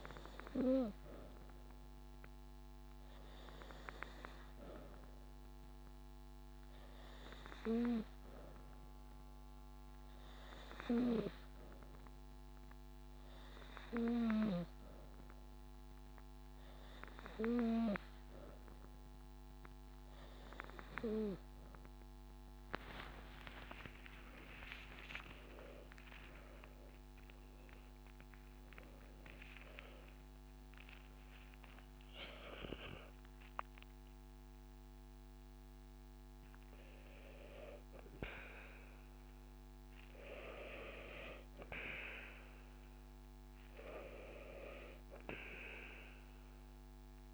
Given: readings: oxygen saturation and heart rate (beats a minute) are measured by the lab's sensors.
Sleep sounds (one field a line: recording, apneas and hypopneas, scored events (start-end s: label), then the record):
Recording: breathing in sleep by a microphone on the trachea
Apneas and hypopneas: 1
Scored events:
0.00-1.50 s: arousal
7.00-19.00 s: hypopnea (oxygen 96% before, 92% lowest)
23.00-27.50 s: arousal
From the record:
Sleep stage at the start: N2 (light sleep)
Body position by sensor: on the back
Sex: female